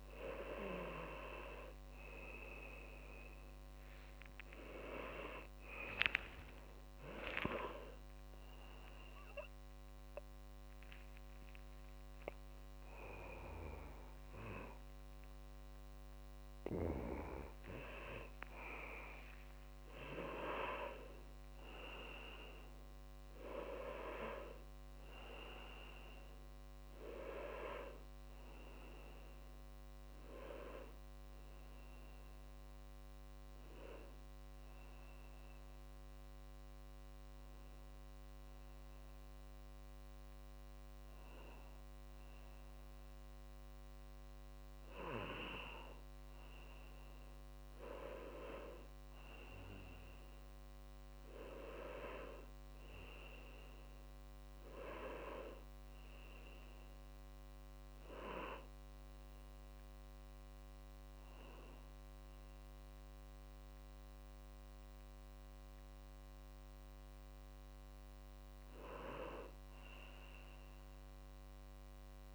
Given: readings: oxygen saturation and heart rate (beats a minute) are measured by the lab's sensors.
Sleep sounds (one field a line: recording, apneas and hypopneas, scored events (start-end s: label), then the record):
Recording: a person awake in a sleep study, by a microphone on the trachea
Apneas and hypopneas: none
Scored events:
0.00-16.00 s: tachycardia (device-marked, heart rate 86 before, 161 extreme)
31.00-43.00 s: oxygen desaturation (device-marked, oxygen 96% before, 92% lowest, heart rate 87 before, 98 extreme)
32.00-61.00 s: tachycardia (device-marked, heart rate 79 before, 179 extreme)
62.00-72.35 s: tachycardia (device-marked, heart rate 77 before, 142 extreme)
From the record:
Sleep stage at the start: awake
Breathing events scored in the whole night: 322 in 4.2 hours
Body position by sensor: on the back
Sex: male